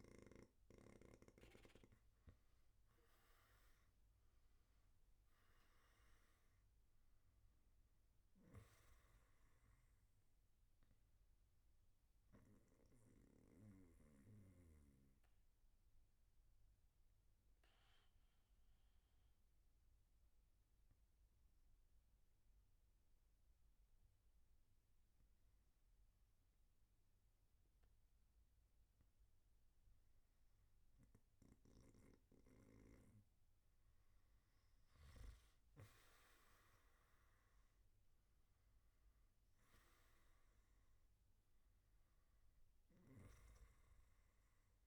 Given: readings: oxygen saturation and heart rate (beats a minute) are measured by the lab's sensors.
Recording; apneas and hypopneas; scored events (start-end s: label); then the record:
breathing in sleep by a room microphone; 1
13.50-31.00 s: obstructive apnea (oxygen 97% before, 93% lowest, heart rate 106 before, 96 extreme, up 10 after)
From the record:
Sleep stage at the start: N3 (deep sleep); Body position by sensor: on the back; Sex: male